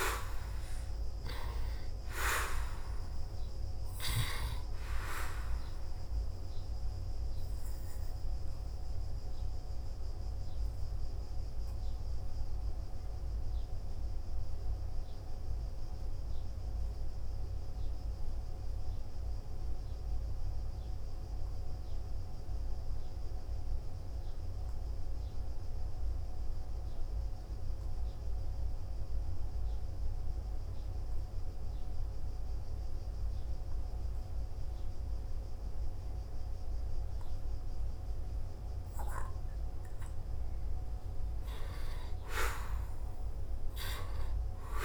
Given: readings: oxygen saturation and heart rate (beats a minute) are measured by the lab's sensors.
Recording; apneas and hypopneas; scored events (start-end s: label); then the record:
breathing in sleep by a room microphone; 1
8.00-39.00 s: hypopnea (oxygen 97% before, 84% lowest, heart rate 56 before, 53 extreme, up 2 after)
13.00-20.00 s: oxygen desaturation (device-marked, oxygen 96% before, 93% lowest, heart rate 59 before, 53 extreme)
22.00-38.00 s: oxygen desaturation (device-marked, oxygen 96% before, 87% lowest, heart rate 61 before, 53 extreme)
42.50-44.85 s: arousal
From the record:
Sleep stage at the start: N2 (light sleep); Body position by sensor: on the back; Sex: male